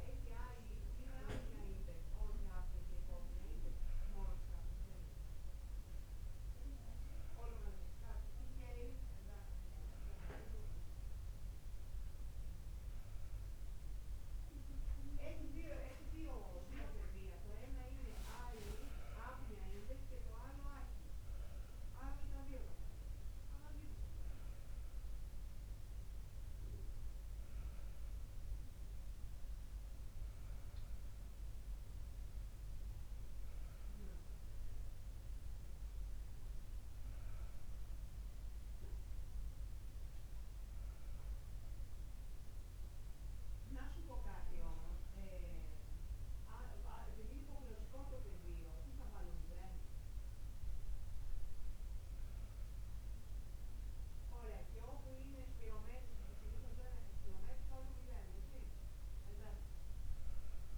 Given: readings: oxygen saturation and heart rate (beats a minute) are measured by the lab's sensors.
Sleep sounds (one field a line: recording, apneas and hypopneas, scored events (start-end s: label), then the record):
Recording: breathing in sleep by a room microphone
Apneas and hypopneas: none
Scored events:
16.50-20.00 s: arousal
From the record:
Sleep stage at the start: N2 (light sleep)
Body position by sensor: on the back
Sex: male